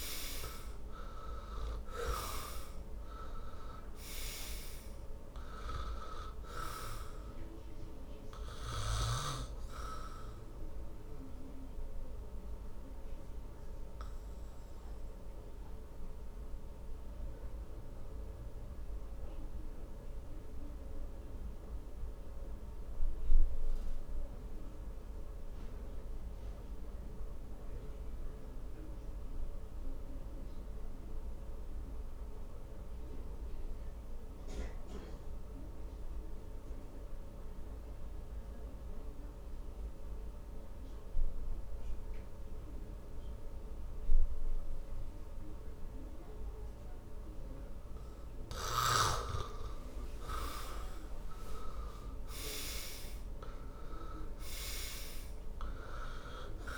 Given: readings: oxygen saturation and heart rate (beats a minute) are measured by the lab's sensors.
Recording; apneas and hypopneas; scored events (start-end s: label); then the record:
breathing in sleep by a room microphone; 1
0.00-1.50 s: arousal
0.00-34.50 s: oxygen desaturation (device-marked, oxygen 77% lowest, heart rate 49 extreme)
9.50-49.00 s: obstructive apnea (oxygen 100% before, 77% lowest, heart rate 65 before, 49 extreme, up 18 after)
50.00-54.00 s: arousal
From the record:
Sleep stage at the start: N2 (light sleep); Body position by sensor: on the back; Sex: male